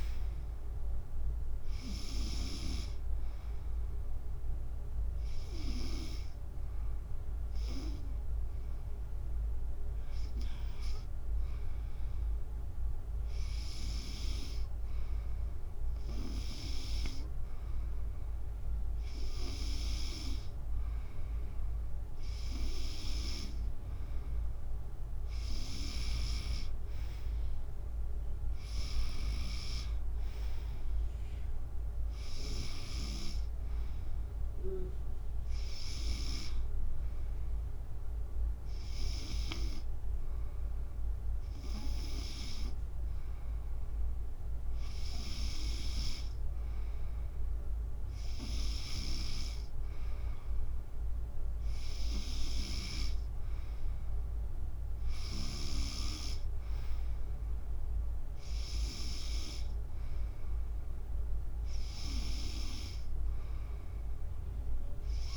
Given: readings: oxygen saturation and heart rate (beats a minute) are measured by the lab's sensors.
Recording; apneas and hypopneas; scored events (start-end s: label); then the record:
breathing in sleep by a room microphone; none
0.00-7.00 s: drop in pulse transit time (device-marked, heart rate 69 extreme)
1.00-15.00 s: oxygen desaturation (device-marked, oxygen 96% before, 92% lowest, heart rate 73 before, 68 extreme)
From the record:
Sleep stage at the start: N2 (light sleep); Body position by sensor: on the back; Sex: female